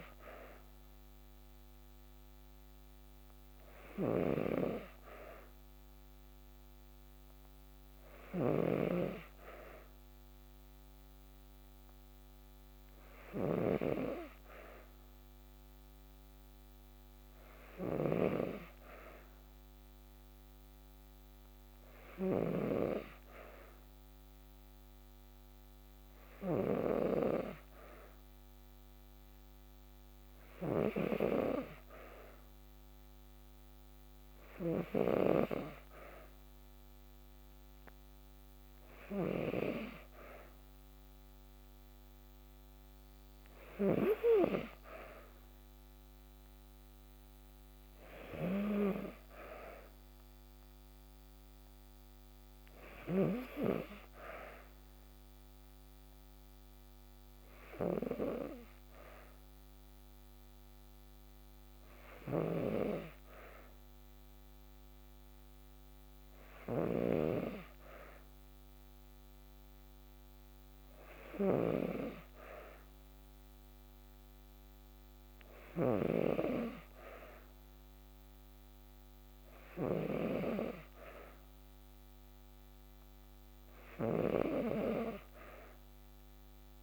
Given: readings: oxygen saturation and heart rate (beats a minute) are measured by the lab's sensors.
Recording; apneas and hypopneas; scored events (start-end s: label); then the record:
breathing in sleep by a microphone on the trachea; 1
0.00-22.00 s: snoring (device-marked)
30.00-39.00 s: snoring (device-marked)
49.50-53.00 s: arousal
56.00-69.50 s: hypopnea (oxygen 95% before, 93% lowest, heart rate 56 before, 55 extreme, up 0 after)
61.50-75.50 s: snoring (device-marked)
71.50-75.00 s: arousal
83.50-86.83 s: snoring (device-marked)
From the record:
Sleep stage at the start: N2 (light sleep); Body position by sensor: on the back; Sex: female